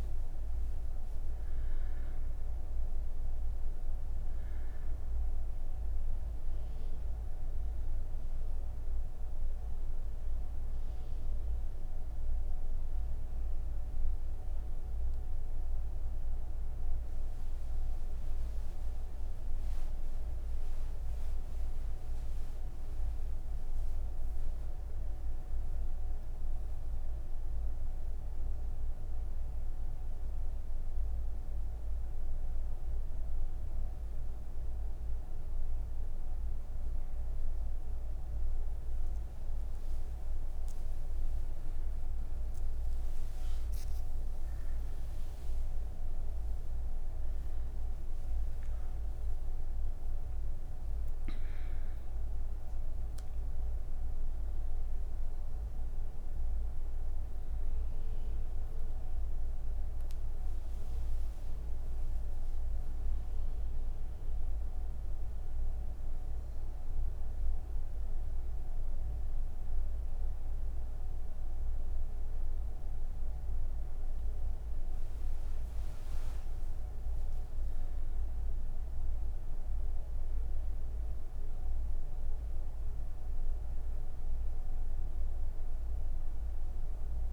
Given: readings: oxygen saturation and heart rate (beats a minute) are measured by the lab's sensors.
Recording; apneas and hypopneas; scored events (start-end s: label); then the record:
breathing in sleep, hard to hear, by a room microphone; 1
21.50-39.50 s: oxygen desaturation (device-marked, oxygen 99% before, 95% lowest)
26.50-38.00 s: hypopnea (oxygen 99% before, 95% lowest)
63.50-87.33 s: new sleep stage, N3 (deep sleep)
From the record:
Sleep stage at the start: N1 (lightest sleep); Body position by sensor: on the right side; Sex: female